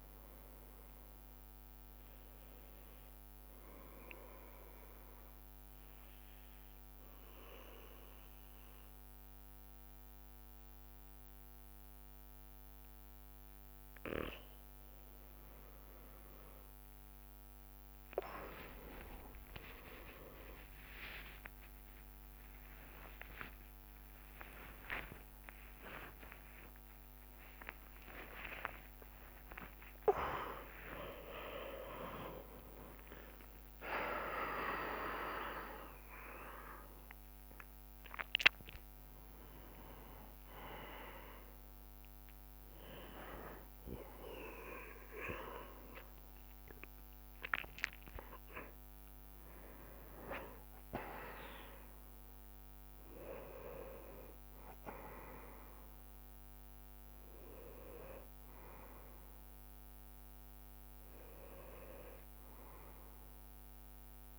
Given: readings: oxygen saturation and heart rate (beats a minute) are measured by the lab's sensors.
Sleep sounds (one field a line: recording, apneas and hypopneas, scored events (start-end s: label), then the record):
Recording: a person partly awake in a sleep study, by a microphone on the trachea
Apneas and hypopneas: 1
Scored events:
0.00-4.50 s: oxygen desaturation (device-marked, oxygen 94% lowest)
6.00-16.00 s: obstructive apnea (oxygen 98% before, 95% lowest)
19.50-21.50 s: long interval between heartbeats (device-marked)
19.50-55.50 s: bradycardia (device-marked)
20.50 s: drop in pulse transit time (device-marked)
25.00-27.00 s: long interval between heartbeats (device-marked)
28.50-58.50 s: new sleep stage, awake
31.50-38.50 s: oxygen desaturation (device-marked, oxygen 98% before, 95% lowest, heart rate 31 before, 47 extreme)
32.00-34.00 s: long interval between heartbeats (device-marked, heart rate 31 before, 28 extreme)
32.50-39.50 s: drop in pulse transit time (device-marked, heart rate 33 before, 28 extreme)
58.50-64.39 s: new sleep stage, N1 (lightest sleep)
From the record:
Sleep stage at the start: N2 (light sleep)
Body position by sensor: on the right side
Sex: male